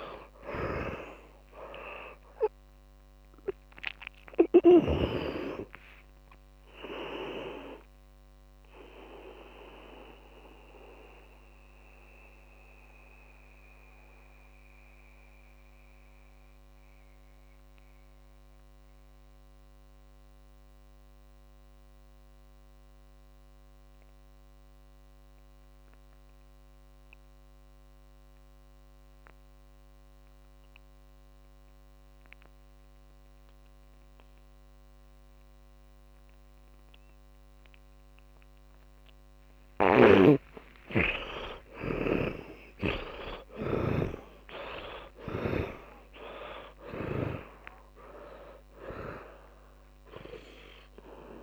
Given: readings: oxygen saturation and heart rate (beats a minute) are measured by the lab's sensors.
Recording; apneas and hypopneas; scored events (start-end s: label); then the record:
breathing in sleep by a microphone on the trachea; 1
0.00-5.00 s: snoring (device-marked)
0.00-5.50 s: oxygen desaturation (device-marked, oxygen 88% lowest, heart rate 54 extreme)
9.00-38.00 s: mixed apnea (oxygen 100% before, 79% lowest, heart rate 67 before, 50 extreme)
12.50-29.50 s: oxygen desaturation (device-marked, oxygen 91% before, 80% lowest, heart rate 70 before, 50 extreme)
34.50-51.43 s: oxygen desaturation (device-marked, oxygen 100% before, 89% lowest, heart rate 56 before, 50 extreme)
40.00-47.50 s: snoring (device-marked)
41.00-45.50 s: arousal
42.50-49.50 s: tachycardia (device-marked, heart rate 65 before, 167 extreme)
From the record:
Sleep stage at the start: N2 (light sleep); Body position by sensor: on the back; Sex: male